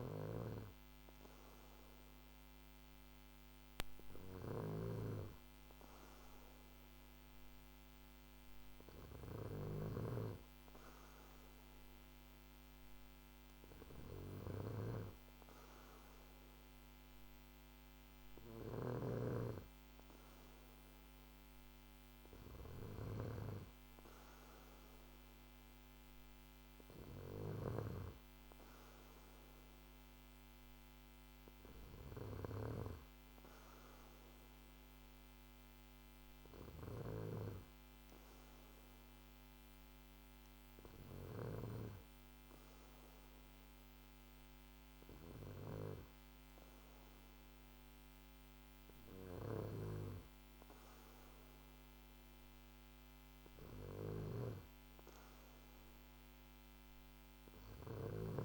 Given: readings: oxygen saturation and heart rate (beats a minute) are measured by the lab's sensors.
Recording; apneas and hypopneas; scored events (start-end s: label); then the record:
breathing in sleep by a microphone on the trachea; none
0.00-18.50 s: snoring (device-marked)
36.50-41.00 s: snoring (device-marked)
49.00-58.45 s: snoring (device-marked)
From the record:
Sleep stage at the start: N2 (light sleep); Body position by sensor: on the back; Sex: male